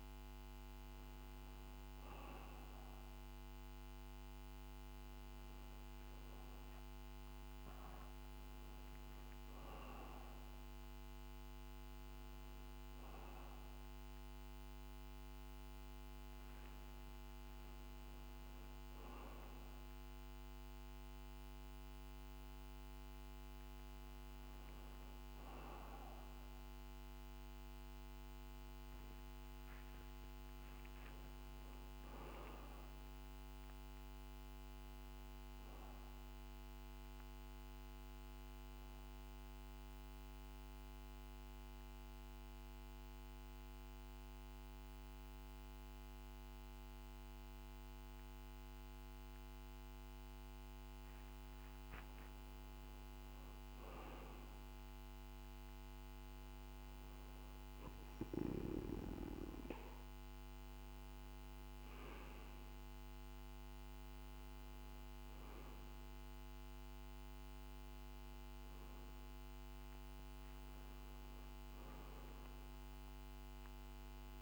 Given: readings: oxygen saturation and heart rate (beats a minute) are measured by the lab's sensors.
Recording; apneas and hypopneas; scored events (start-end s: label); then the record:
a person partly awake in a sleep study, hard to hear, by a microphone on the trachea; 1
12.00-42.00 s: new sleep stage, N1 (lightest sleep)
39.00-51.00 s: central apnea (oxygen 96% before, 93% lowest, heart rate 53 before, 47 extreme, up 13 after)
42.00-74.42 s: new sleep stage, N2 (light sleep)
53.00-57.00 s: arousal
57.00-74.00 s: oxygen desaturation (device-marked, oxygen 96% before, 93% lowest, heart rate 52 before, 48 extreme)
From the record:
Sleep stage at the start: awake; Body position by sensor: on the back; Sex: male